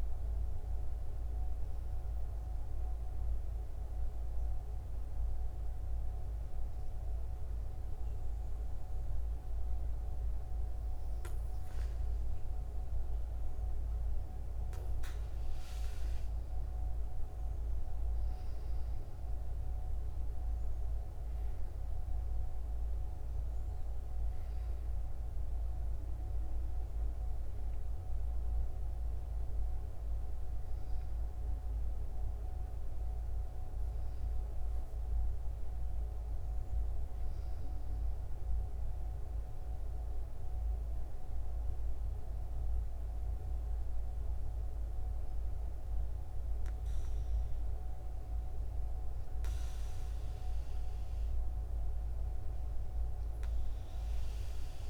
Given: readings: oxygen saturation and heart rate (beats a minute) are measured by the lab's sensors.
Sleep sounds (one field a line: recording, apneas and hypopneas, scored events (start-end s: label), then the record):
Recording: breathing in sleep, hard to hear, by a room microphone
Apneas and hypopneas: 2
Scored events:
1.00-11.00 s: obstructive apnea (oxygen 96% before, 95% lowest, heart rate 76 before, 63 extreme, up 7 after)
16.00-20.50 s: arousal
37.50-49.00 s: hypopnea (oxygen 96% before, 95% lowest, heart rate 72 before, 62 extreme, up 8 after)
52.50-54.90 s: arousal
From the record:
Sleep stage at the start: N2 (light sleep)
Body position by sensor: on the back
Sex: female